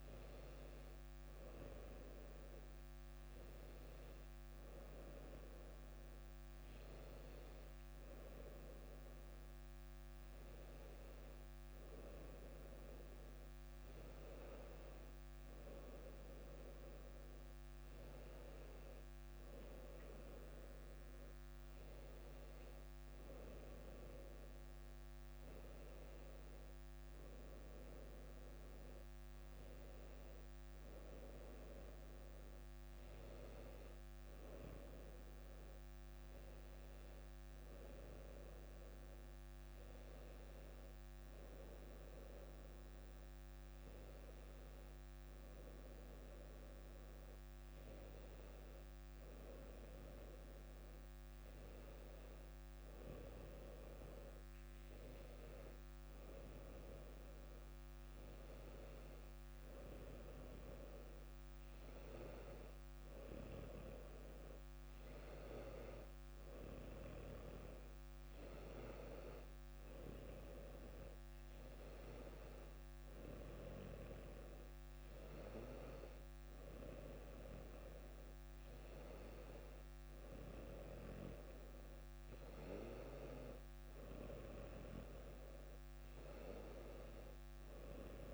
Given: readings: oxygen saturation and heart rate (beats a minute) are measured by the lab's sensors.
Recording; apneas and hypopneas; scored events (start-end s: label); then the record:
breathing in sleep by a microphone on the trachea; none
none scored
From the record:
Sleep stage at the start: N2 (light sleep); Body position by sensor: on the back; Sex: female